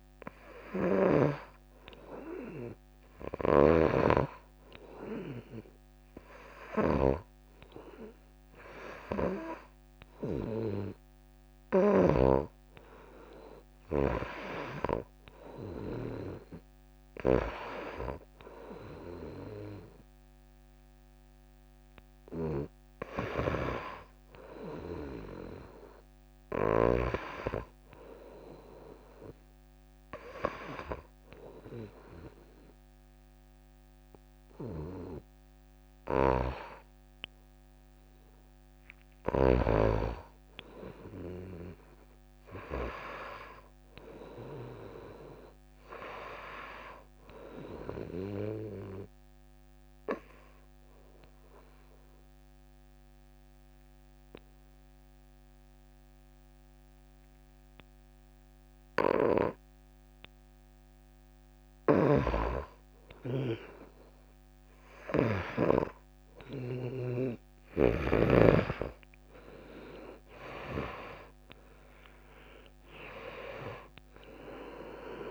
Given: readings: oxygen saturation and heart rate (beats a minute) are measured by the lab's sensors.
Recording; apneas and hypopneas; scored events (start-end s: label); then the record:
breathing in sleep by a microphone on the trachea; 3
2.00-13.00 s: hypopnea (oxygen 96% before, 89% lowest)
2.50-16.50 s: oxygen desaturation (device-marked, oxygen 96% before, 89% lowest)
4.00-13.00 s: snoring (device-marked)
15.00-19.00 s: arousal
29.50-40.50 s: hypopnea (oxygen 94% before, 87% lowest)
43.50-47.00 s: arousal
50.00-62.00 s: obstructive apnea (oxygen 94% before, 87% lowest)
62.50-67.50 s: snoring (device-marked)
67.50-72.00 s: arousal
67.50-75.31 s: oxygen desaturation (device-marked, oxygen 95% before, 87% lowest)
From the record:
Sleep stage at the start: N2 (light sleep); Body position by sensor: on the back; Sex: female